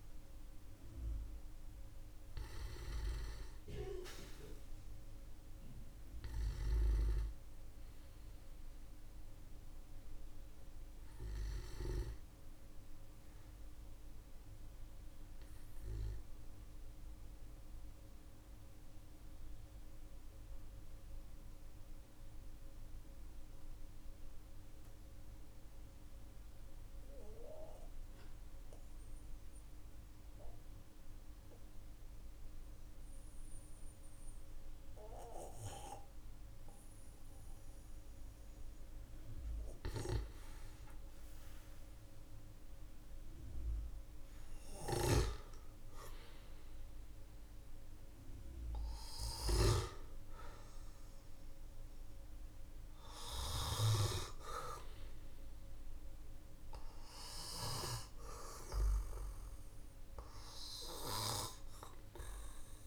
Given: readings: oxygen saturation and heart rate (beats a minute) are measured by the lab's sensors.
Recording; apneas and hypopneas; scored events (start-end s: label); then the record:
breathing in sleep by a room microphone; 1
1.00-27.00 s: oxygen desaturation (device-marked, oxygen 98% before, 95% lowest, heart rate 51 before, 43 extreme)
13.50-38.50 s: obstructive apnea (oxygen 99% before, 94% lowest, heart rate 45 before, 46 extreme, up 16 after)
39.50-44.50 s: arousal
44.00-49.00 s: snoring (device-marked)
From the record:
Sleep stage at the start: N2 (light sleep); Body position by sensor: on the back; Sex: male